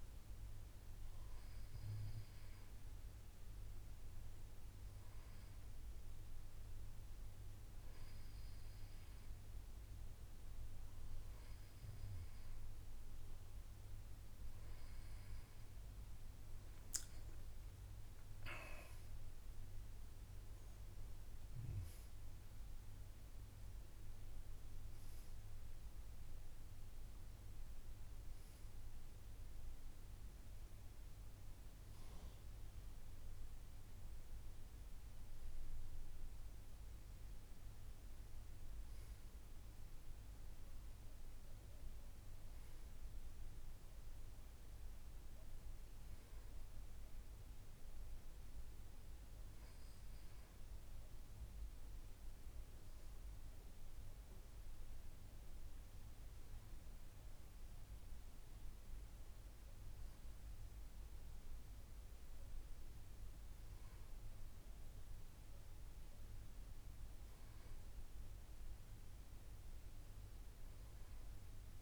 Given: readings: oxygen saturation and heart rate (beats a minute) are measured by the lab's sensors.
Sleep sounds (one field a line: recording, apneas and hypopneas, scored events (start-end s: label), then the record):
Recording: breathing in sleep, hard to hear, by a room microphone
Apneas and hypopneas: none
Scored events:
none scored
From the record:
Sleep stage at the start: N2 (light sleep)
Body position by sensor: on the back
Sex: male